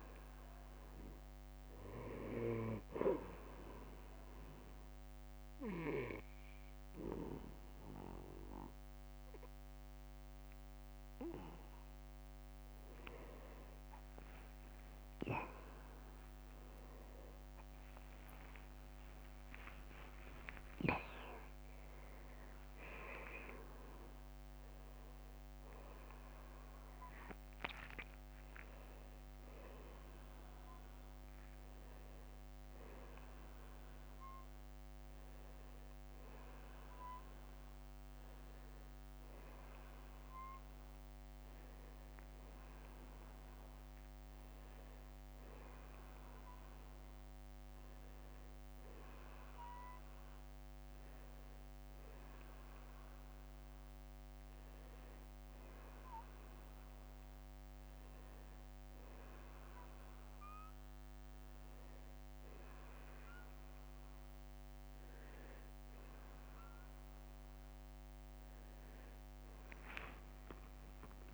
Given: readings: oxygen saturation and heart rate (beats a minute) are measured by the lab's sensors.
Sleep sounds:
a person awake in a sleep study, by a microphone on the trachea; 1
3.50-13.50 s: obstructive apnea (oxygen 96% before, 88% lowest, heart rate 59 before, 57 extreme, up 50 after)
4.50-6.50 s: long interval between heartbeats (device-marked, heart rate 60 before, 56 extreme)
8.50-19.50 s: oxygen desaturation (device-marked, oxygen 95% before, 88% lowest, heart rate 61 before, 57 extreme)
14.50-71.34 s: new sleep stage, awake
15.50-21.50 s: tachycardia (device-marked, heart rate 58 before, 106 extreme)
18.00-20.00 s: long interval between heartbeats (device-marked, heart rate 62 before, 92 extreme)
22.50-24.50 s: long interval between heartbeats (device-marked, heart rate 72 before, 115 extreme)
53.00-55.00 s: long interval between heartbeats (device-marked, heart rate 61 before, 54 extreme)
From the record:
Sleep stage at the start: N2 (light sleep); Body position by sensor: on the back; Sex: male

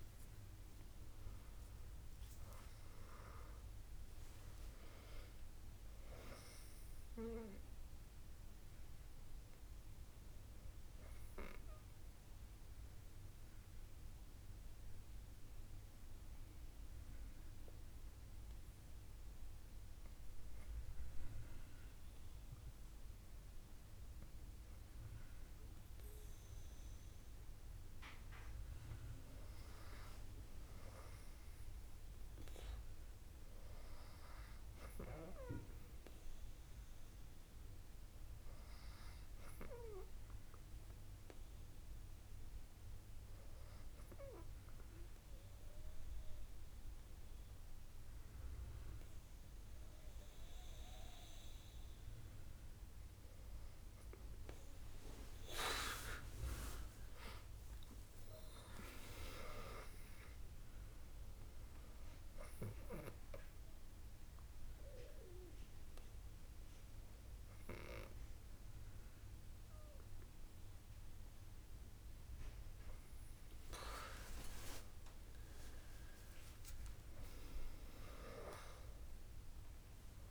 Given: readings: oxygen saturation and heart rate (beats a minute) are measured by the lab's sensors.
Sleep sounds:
breathing in sleep by a room microphone; 2
0.00-2.00 s: arousal
12.50-28.50 s: obstructive apnea (oxygen 98% before, 96% lowest, heart rate 73 before, 61 extreme, up 7 after)
30.00-33.50 s: arousal
44.00-54.00 s: obstructive apnea (oxygen 99% before, 96% lowest, heart rate 66 before, 58 extreme, up 48 after)
56.00-59.50 s: arousal
From the record:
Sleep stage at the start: N2 (light sleep); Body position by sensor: on the back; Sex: female

